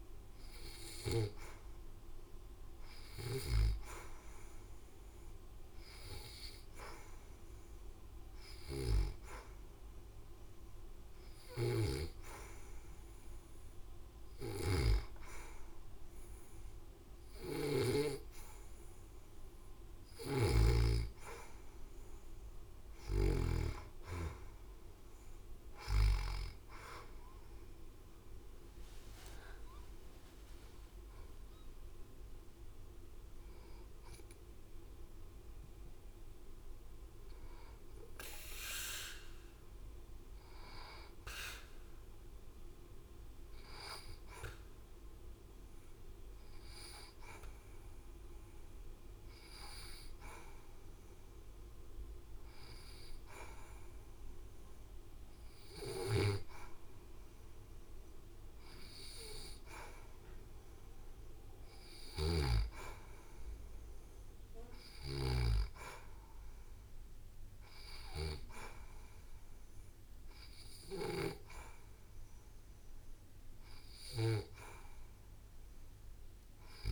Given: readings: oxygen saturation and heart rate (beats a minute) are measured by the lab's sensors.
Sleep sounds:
breathing in sleep by a room microphone; 2
4.00-15.00 s: oxygen desaturation (device-marked, oxygen 94% before, 87% lowest, heart rate 70 before, 71 extreme)
11.50-21.50 s: hypopnea (oxygen 95% before, 86% lowest, heart rate 73 before, 66 extreme, up 5 after)
19.50-23.00 s: snoring (device-marked)
25.00-28.50 s: arousal
29.00-47.00 s: oxygen desaturation (device-marked, oxygen 89% before, 86% lowest, heart rate 75 before, 66 extreme)
46.00-59.00 s: hypopnea (oxygen 90% before, 88% lowest, heart rate 74 before, 68 extreme, up 4 after)
60.00-63.50 s: arousal
67.00-76.92 s: oxygen desaturation (device-marked, oxygen 93% before, 88% lowest, heart rate 69 before, 68 extreme)
From the record:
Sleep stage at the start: N2 (light sleep); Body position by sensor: on the back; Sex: female

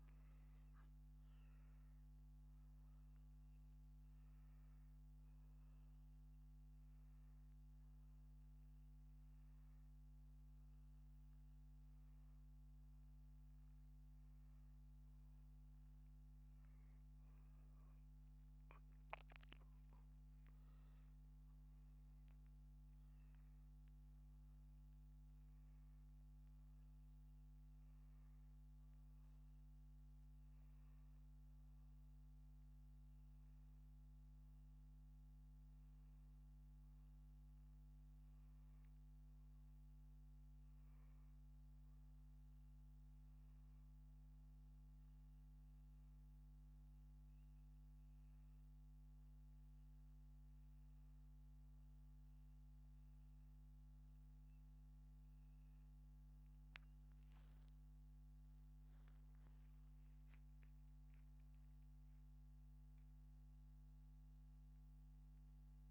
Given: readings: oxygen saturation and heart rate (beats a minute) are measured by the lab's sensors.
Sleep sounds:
a person partly awake in a sleep study, hard to hear, by a microphone on the trachea; none
2.00-22.00 s: oxygen desaturation (device-marked, oxygen 97% before, 94% lowest, heart rate 81 before, 80 extreme)
21.00-25.50 s: arousal
44.00-65.91 s: new sleep stage, awake
From the record:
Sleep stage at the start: N1 (lightest sleep); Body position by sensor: upright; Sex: male

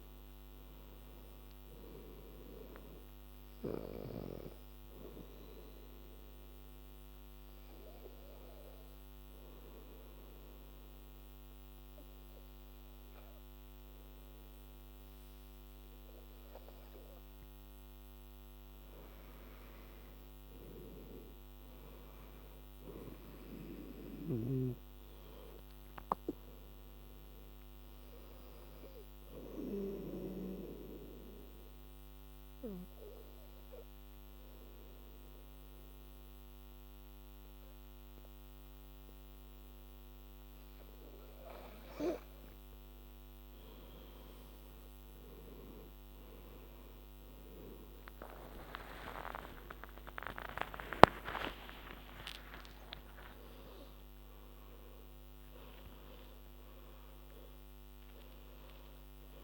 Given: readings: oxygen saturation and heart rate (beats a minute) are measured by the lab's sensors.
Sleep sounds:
breathing in sleep by a microphone on the trachea; 2
0.00-14.50 s: oxygen desaturation (device-marked, oxygen 92% lowest, heart rate 63 extreme)
5.50-16.50 s: obstructive apnea (oxygen 99% before, 90% lowest, heart rate 81 before, 66 extreme, up 23 after)
20.00-23.50 s: arousal
25.50-35.50 s: oxygen desaturation (device-marked, oxygen 99% before, 92% lowest, heart rate 74 before, 76 extreme)
30.00-41.50 s: obstructive apnea (oxygen 99% before, 90% lowest, heart rate 77 before, 76 extreme, up 10 after)
45.50-59.44 s: oxygen desaturation (device-marked, oxygen 98% before, 90% lowest, heart rate 81 before, 79 extreme)
47.50-52.50 s: arousal
55.00-57.00 s: long interval between heartbeats (device-marked, heart rate 82 before, 104 extreme)
From the record:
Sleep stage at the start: N2 (light sleep); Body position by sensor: on the back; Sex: female

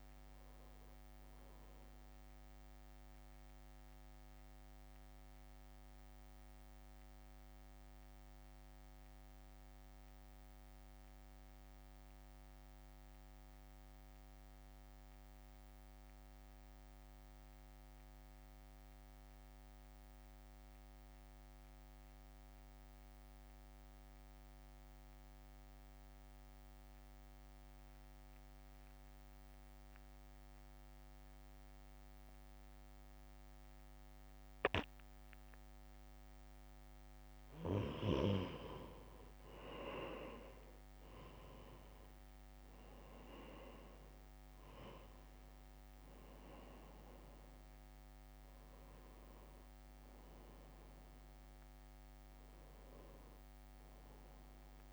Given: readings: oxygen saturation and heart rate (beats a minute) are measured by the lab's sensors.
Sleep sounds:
breathing in sleep by a microphone on the trachea; 1
0.00-6.00 s: drop in pulse transit time (device-marked, heart rate 55 extreme)
0.00-17.00 s: oxygen desaturation (device-marked, oxygen 87% lowest, heart rate 55 extreme)
1.00-37.00 s: mixed apnea (oxygen 97% before, 85% lowest, heart rate 61 before, 55 extreme, up 1 after)
31.00-54.93 s: oxygen desaturation (device-marked, oxygen 98% before, 85% lowest, heart rate 62 before, 55 extreme)
40.50-45.00 s: arousal
43.00-54.93 s: drop in pulse transit time (device-marked, heart rate 62 before, 55 extreme)
From the record:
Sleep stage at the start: N2 (light sleep); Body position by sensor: on the right side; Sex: male

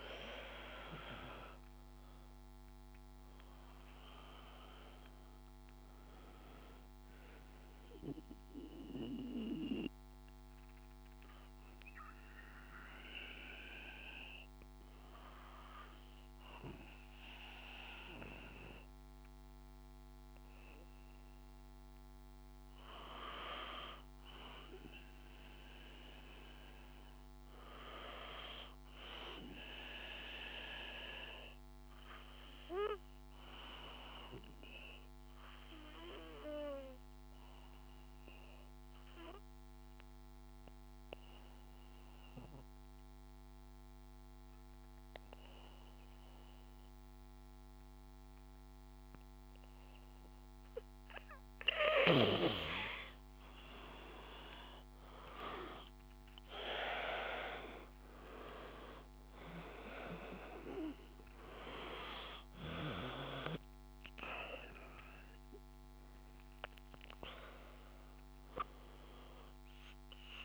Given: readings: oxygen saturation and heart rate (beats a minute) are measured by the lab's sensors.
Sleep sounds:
breathing in sleep by a microphone on the trachea; 2
0.00-22.00 s: oxygen desaturation (device-marked, oxygen 91% lowest, heart rate 53 extreme)
7.50-19.00 s: obstructive apnea (oxygen 98% before, 89% lowest, heart rate 54 before, 53 extreme, up 2 after)
22.00-26.00 s: arousal
32.00-49.50 s: obstructive apnea (oxygen 98% before, 89% lowest, heart rate 54 before, 53 extreme, up 4 after)
52.00-56.00 s: arousal
53.00-70.44 s: oxygen desaturation (device-marked, oxygen 96% before, 89% lowest, heart rate 55 before, 53 extreme)
From the record:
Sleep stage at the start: N2 (light sleep); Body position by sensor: on the back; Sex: male

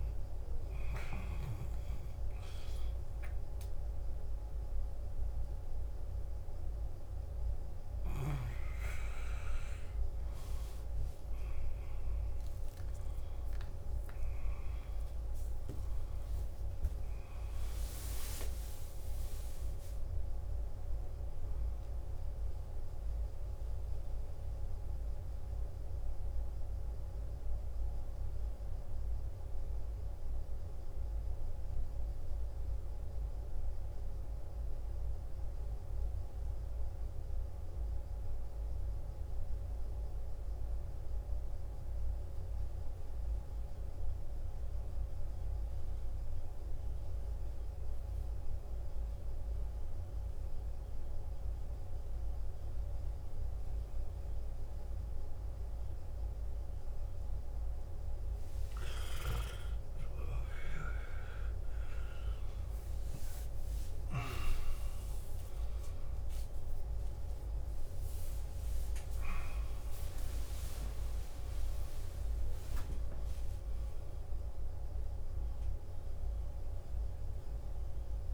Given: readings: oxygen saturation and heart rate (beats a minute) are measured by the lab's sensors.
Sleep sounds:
breathing in sleep, hard to hear, by a room microphone; 1
0.00-24.50 s: oxygen desaturation (device-marked, oxygen 88% lowest, heart rate 55 extreme)
24.50-57.00 s: mixed apnea (oxygen 92% before, 90% lowest, heart rate 68 before, 55 extreme, up 12 after)
48.50-76.50 s: oxygen desaturation (device-marked, oxygen 98% before, 90% lowest, heart rate 56 before, 53 extreme)
59.00-64.50 s: arousal
From the record:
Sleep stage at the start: N2 (light sleep); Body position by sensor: on the left side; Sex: male

